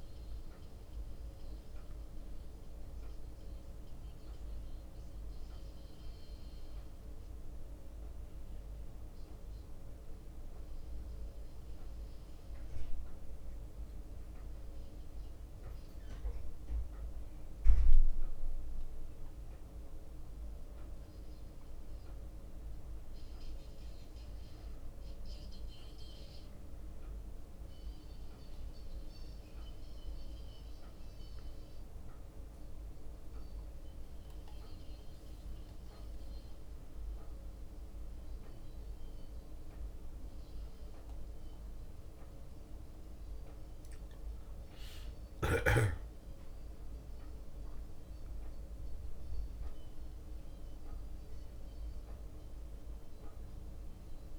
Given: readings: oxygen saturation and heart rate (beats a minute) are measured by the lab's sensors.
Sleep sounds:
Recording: a person awake in a sleep study, hard to hear, by a room microphone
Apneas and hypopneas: none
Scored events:
0.00-6.50 s: leg movement (device-marked)
7.50-15.00 s: leg movement (device-marked)
16.50-24.00 s: leg movement (device-marked)
24.50-31.50 s: leg movement (device-marked)
33.00-39.00 s: leg movement (device-marked)
39.00-44.50 s: leg movement (device-marked)
45.00-54.39 s: leg movement (device-marked)
From the record:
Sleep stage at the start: awake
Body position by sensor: on the back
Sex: male

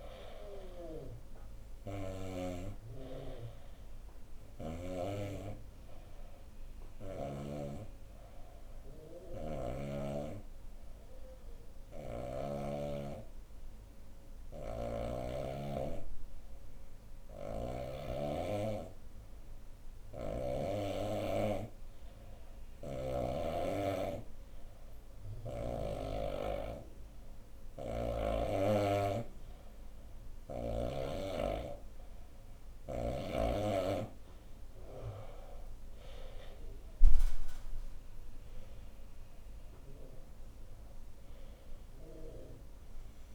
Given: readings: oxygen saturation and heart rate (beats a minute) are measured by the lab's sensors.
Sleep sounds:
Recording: breathing in sleep by a room microphone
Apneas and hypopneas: 1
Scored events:
2.50-13.50 s: oxygen desaturation (device-marked, oxygen 97% before, 92% lowest, heart rate 75 before, 74 extreme)
4.00-7.50 s: snoring (device-marked)
7.00-20.00 s: obstructive apnea (oxygen 97% before, 89% lowest, heart rate 76 before, 74 extreme, up 2 after)
17.00-20.50 s: snoring (device-marked)
22.50-43.35 s: oxygen desaturation (device-marked, oxygen 96% before, 89% lowest, heart rate 76 before, 73 extreme)
36.00-40.00 s: arousal
From the record:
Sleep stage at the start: N2 (light sleep)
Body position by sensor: on the back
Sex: female

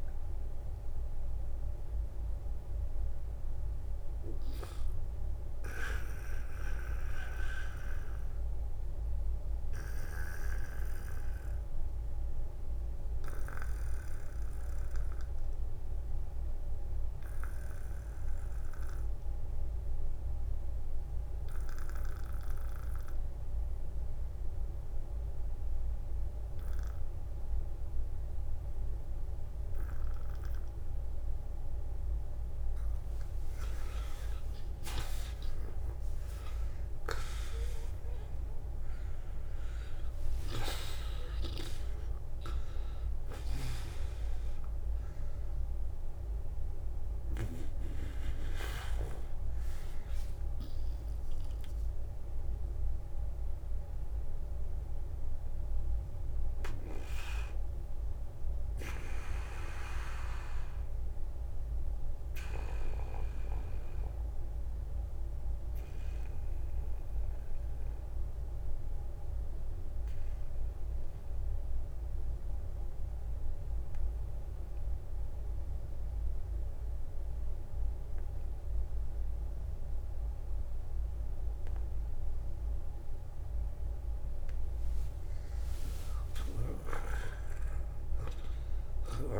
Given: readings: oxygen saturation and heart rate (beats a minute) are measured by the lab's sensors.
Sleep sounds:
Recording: breathing in sleep by a room microphone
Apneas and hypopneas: 2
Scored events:
0.00-21.00 s: oxygen desaturation (device-marked, oxygen 82% lowest, heart rate 45 extreme)
1.50-32.00 s: obstructive apnea (oxygen 97% before, 82% lowest, heart rate 67 before, 45 extreme, up 19 after)
8.00-10.00 s: long interval between heartbeats (device-marked, heart rate 69 before, 58 extreme)
25.50-27.50 s: long interval between heartbeats (device-marked, heart rate 56 before, 52 extreme)
35.50-41.00 s: arousal
36.50-38.50 s: long interval between heartbeats (device-marked, heart rate 50 before, 63 extreme)
43.00-56.00 s: oxygen desaturation (device-marked, oxygen 96% before, 92% lowest, heart rate 55 before, 53 extreme)
45.50-47.50 s: long interval between heartbeats (device-marked, heart rate 56 before, 59 extreme)
50.00-84.00 s: obstructive apnea (oxygen 97% before, 84% lowest, heart rate 58 before, 49 extreme, up 4 after)
61.00-79.00 s: oxygen desaturation (device-marked, oxygen 93% before, 85% lowest, heart rate 60 before, 49 extreme)
88.00-89.40 s: arousal
From the record:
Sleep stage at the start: N2 (light sleep)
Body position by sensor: on the back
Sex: male

